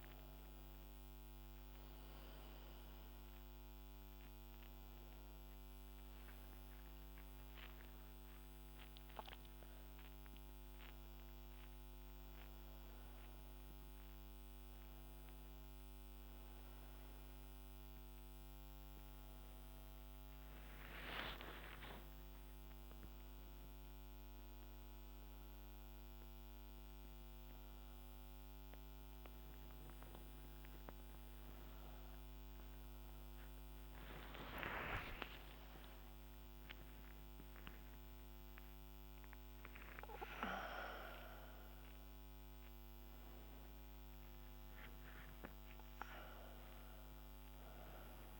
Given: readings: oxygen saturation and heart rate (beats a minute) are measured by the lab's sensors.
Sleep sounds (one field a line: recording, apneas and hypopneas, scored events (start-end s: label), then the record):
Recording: a person awake in a sleep study, by a microphone on the trachea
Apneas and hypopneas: none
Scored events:
0.00-11.00 s: oxygen desaturation (device-marked, oxygen 88% lowest, heart rate 70 extreme)
5.00-35.00 s: new sleep stage, awake
35.00-48.39 s: new sleep stage, N1 (lightest sleep)
From the record:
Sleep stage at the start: N2 (light sleep)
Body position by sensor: on the right side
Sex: female